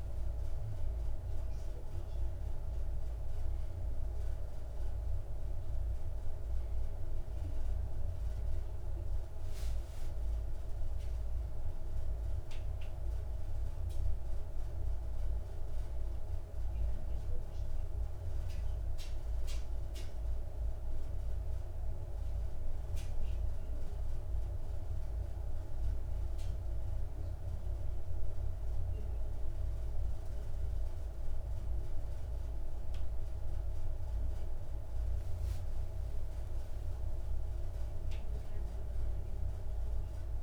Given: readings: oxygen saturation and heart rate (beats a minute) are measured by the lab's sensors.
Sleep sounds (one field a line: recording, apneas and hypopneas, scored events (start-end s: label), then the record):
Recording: a person partly awake in a sleep study, hard to hear, by a room microphone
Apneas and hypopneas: none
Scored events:
1.50-40.43 s: new sleep stage, N1 (lightest sleep)
37.00-40.43 s: arousal
From the record:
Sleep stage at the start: awake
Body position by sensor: on the left side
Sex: male